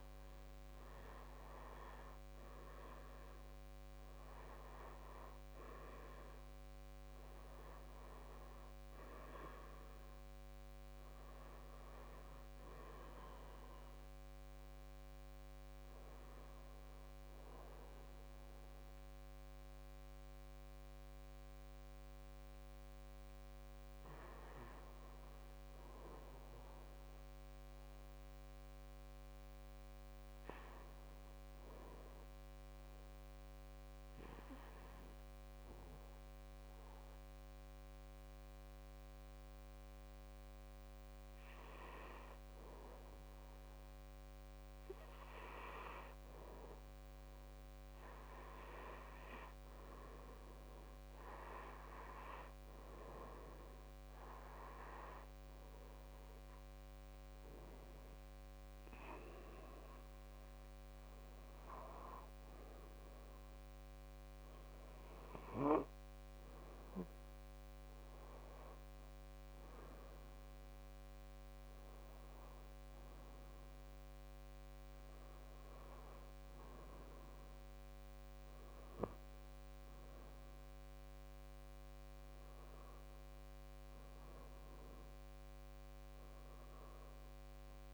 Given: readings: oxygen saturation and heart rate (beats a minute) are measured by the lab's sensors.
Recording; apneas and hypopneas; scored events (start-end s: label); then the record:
breathing in sleep by a microphone on the trachea; 1
24.00-87.94 s: new sleep stage, N1 (lightest sleep)
26.00-48.00 s: hypopnea (oxygen 96% before, 88% lowest, heart rate 61 before, 60 extreme, up 7 after)
36.00-67.00 s: oxygen desaturation (device-marked, oxygen 96% before, 88% lowest, heart rate 60 before, 62 extreme)
50.00-53.50 s: arousal
From the record:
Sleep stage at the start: N2 (light sleep); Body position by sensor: on the back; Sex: male